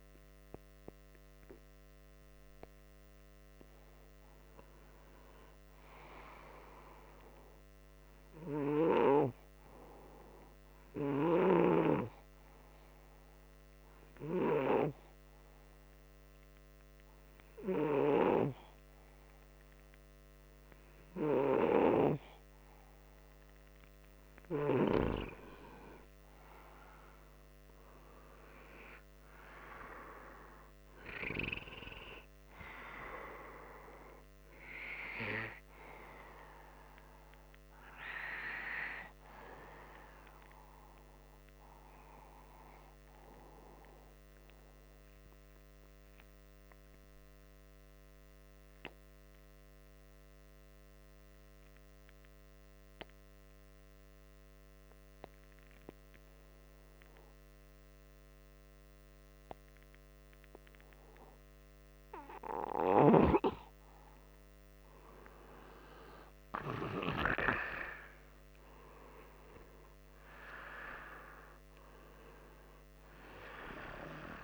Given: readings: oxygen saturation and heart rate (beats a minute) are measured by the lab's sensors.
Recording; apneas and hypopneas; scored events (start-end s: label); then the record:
breathing in sleep by a microphone on the trachea; 1
0.00-5.00 s: oxygen desaturation (device-marked, oxygen 91% lowest, heart rate 74 extreme)
22.00-38.00 s: oxygen desaturation (device-marked, oxygen 96% before, 92% lowest, heart rate 175 before, 71 extreme)
38.50-41.00 s: arousal
45.00-62.00 s: obstructive apnea (oxygen 96% before, 86% lowest, heart rate 88 before, 67 extreme)
64.50-69.00 s: arousal
66.00-74.44 s: oxygen desaturation (device-marked, oxygen 98% before, 86% lowest, heart rate 107 before, 67 extreme)
From the record:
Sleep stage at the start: N2 (light sleep); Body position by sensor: upright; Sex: male